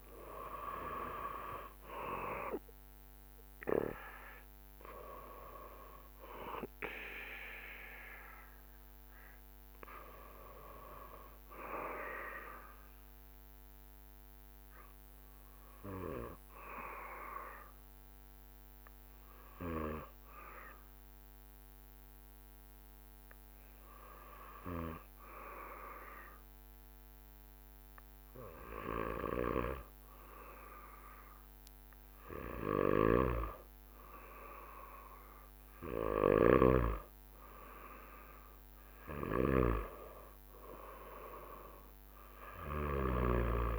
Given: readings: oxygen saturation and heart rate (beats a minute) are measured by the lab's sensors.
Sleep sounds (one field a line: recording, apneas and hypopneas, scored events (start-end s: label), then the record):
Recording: breathing in sleep by a microphone on the trachea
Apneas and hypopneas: 1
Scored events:
0.00-5.50 s: drop in pulse transit time (device-marked, heart rate 73 extreme)
0.00-12.50 s: oxygen desaturation (device-marked, oxygen 92% lowest, heart rate 68 extreme)
13.00-32.00 s: obstructive apnea (oxygen 97% before, 95% lowest, heart rate 77 before, 68 extreme, up 3 after)
33.00-43.50 s: snoring (device-marked)
34.00-37.50 s: arousal
From the record:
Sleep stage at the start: N2 (light sleep)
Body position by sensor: on the back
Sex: male